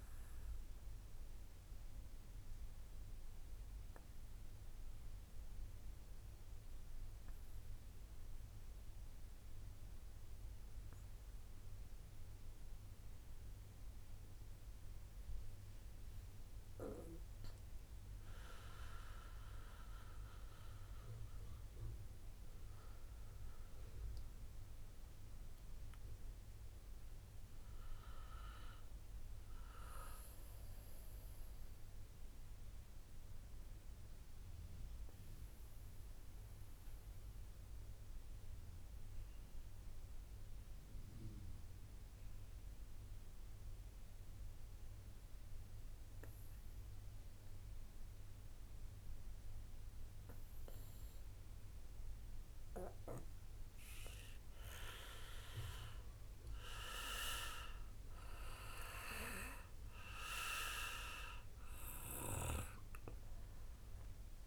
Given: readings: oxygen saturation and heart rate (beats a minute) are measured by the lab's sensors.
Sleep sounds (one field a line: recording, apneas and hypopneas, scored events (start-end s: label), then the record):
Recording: breathing in sleep by a room microphone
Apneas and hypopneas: 2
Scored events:
0.00-12.00 s: oxygen desaturation (device-marked, oxygen 90% lowest, heart rate 44 extreme)
0.50-16.50 s: mixed apnea (oxygen 96% before, 88% lowest, heart rate 60 before, 44 extreme, up 1 after)
18.50-22.50 s: arousal
23.00-41.00 s: oxygen desaturation (device-marked, oxygen 94% before, 88% lowest, heart rate 62 before, 54 extreme)
33.50-53.00 s: mixed apnea (oxygen 94% before, 88% lowest, heart rate 56 before, 62 extreme)
58.00-64.47 s: oxygen desaturation (device-marked, oxygen 96% before, 89% lowest, heart rate 66 before, 58 extreme)
62.00-64.47 s: arousal
From the record:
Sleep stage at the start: N2 (light sleep)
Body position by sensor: on the back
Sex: male